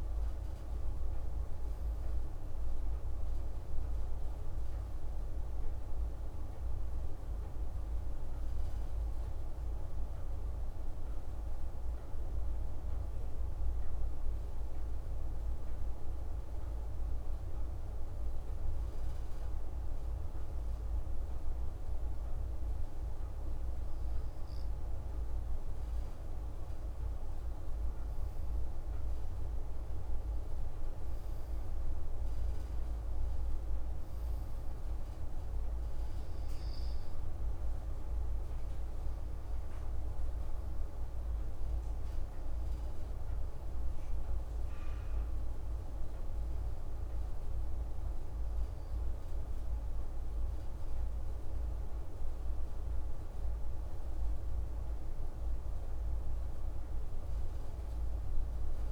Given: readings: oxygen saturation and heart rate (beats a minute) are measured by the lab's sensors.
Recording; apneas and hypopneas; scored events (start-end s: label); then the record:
breathing in sleep, hard to hear, by a room microphone; 1
12.00-25.00 s: obstructive apnea (oxygen 97% before, 94% lowest)
27.00-31.00 s: arousal
From the record:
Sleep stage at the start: N2 (light sleep); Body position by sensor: on the back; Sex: male